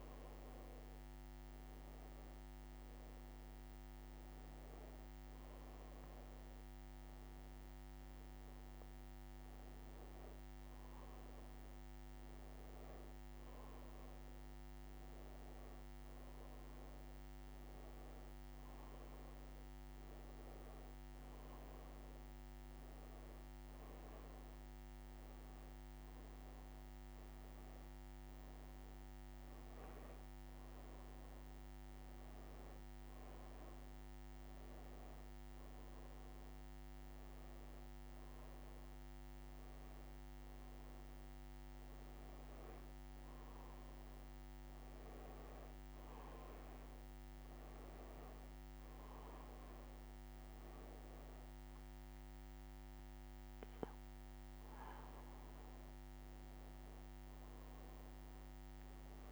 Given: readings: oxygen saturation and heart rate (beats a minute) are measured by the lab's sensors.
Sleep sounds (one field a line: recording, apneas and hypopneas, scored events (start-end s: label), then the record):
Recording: breathing in sleep, hard to hear, by a microphone on the trachea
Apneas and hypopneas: none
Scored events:
none scored
From the record:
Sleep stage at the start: N1 (lightest sleep)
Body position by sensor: on the back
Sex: female